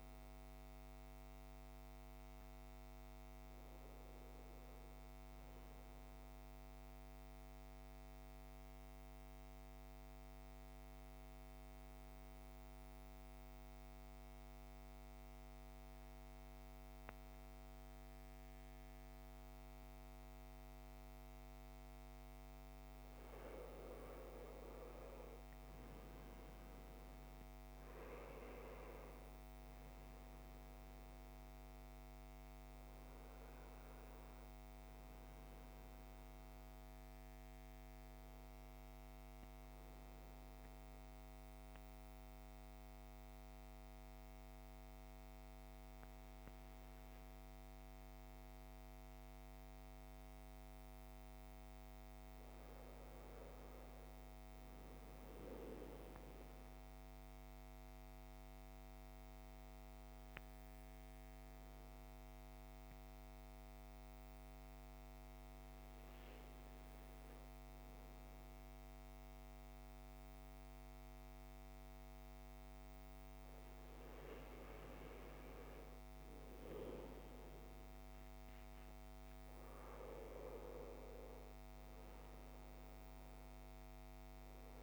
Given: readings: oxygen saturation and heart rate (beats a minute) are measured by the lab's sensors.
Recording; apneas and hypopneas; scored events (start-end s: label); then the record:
breathing in sleep by a microphone on the trachea; 3
7.00-22.50 s: central apnea (oxygen 96% before, 87% lowest, heart rate 61 before, 55 extreme, up 10 after)
24.00-27.00 s: arousal
25.50-46.50 s: oxygen desaturation (device-marked, oxygen 97% before, 87% lowest, heart rate 59 before, 55 extreme)
36.00-51.00 s: central apnea (oxygen 97% before, 88% lowest, heart rate 60 before, 55 extreme, up 5 after)
53.00-56.00 s: arousal
57.50-73.50 s: central apnea (oxygen 99% before, 90% lowest, heart rate 57 before, 56 extreme, up 4 after)
59.50-69.50 s: oxygen desaturation (device-marked, oxygen 98% before, 94% lowest, heart rate 57 before, 56 extreme)
75.00-78.50 s: arousal
78.50-84.83 s: oxygen desaturation (device-marked, oxygen 97% before, 91% lowest, heart rate 57 before, 55 extreme)
From the record:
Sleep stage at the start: N2 (light sleep); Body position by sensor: on the right side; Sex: male